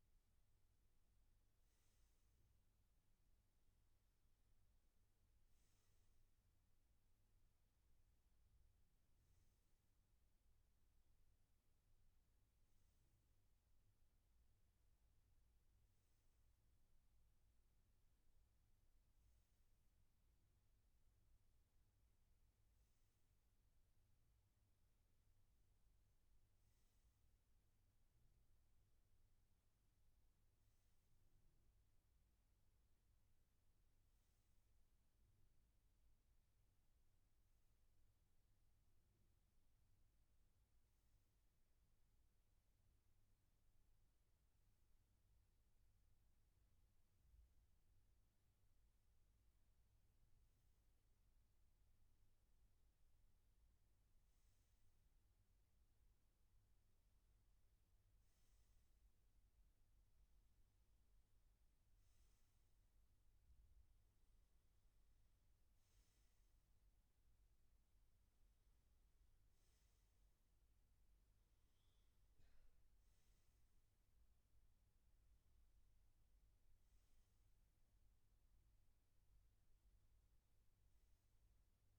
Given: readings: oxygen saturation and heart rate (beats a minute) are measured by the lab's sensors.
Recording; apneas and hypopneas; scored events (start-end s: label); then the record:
breathing in sleep, hard to hear, by a room microphone; none
41.00-81.99 s: new sleep stage, N1 (lightest sleep)
From the record:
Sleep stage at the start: N3 (deep sleep); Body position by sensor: on the back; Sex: male